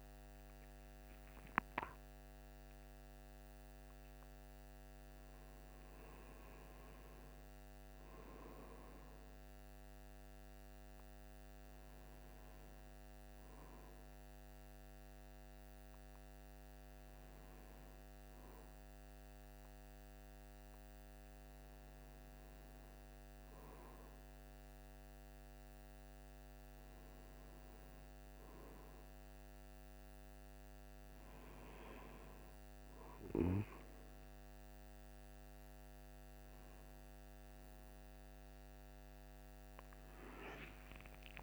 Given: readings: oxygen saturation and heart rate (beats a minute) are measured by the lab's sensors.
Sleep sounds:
a person partly awake in a sleep study, hard to hear, by a microphone on the trachea; none
7.50-41.43 s: new sleep stage, N1 (lightest sleep)
From the record:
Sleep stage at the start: awake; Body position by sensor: on the right side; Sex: male

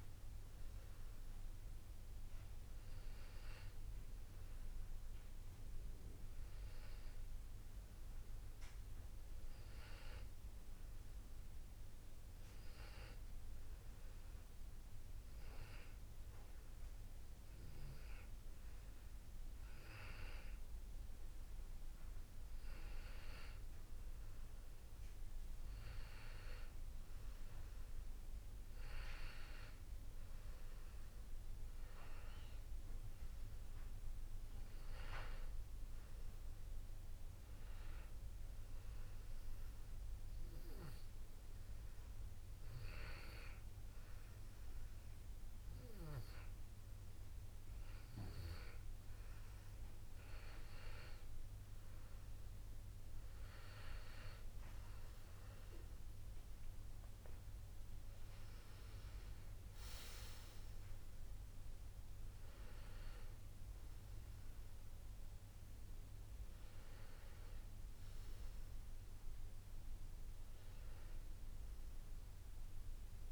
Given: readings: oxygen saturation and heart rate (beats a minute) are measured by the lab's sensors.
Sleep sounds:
breathing in sleep by a room microphone; 2
12.50-23.00 s: obstructive apnea (oxygen 97% before, 93% lowest, heart rate 90 before, 83 extreme, up 5 after)
25.00-28.50 s: arousal
39.50-51.00 s: obstructive apnea (oxygen 96% before, 93% lowest, heart rate 85 before, 83 extreme, up 3 after)
53.50-57.50 s: arousal
54.50-73.32 s: oxygen desaturation (device-marked, oxygen 97% before, 93% lowest, heart rate 84 before, 86 extreme)
From the record:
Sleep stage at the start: N2 (light sleep); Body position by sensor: on the back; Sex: male

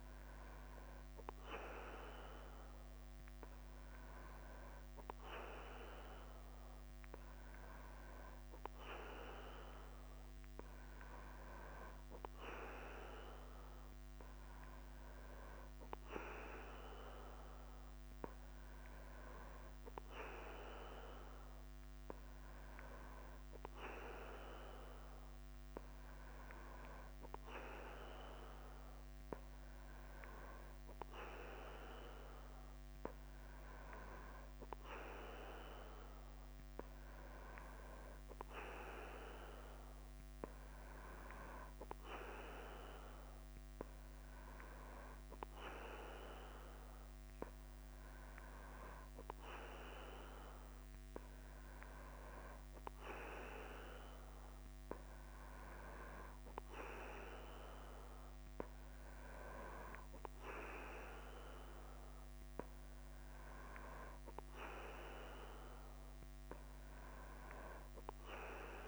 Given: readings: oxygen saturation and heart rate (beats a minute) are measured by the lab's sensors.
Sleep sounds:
breathing in sleep by a microphone on the trachea; none
0.00-68.87 s: bradycardia (device-marked, heart rate 44 extreme)
From the record:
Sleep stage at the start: N3 (deep sleep); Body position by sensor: on the back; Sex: male

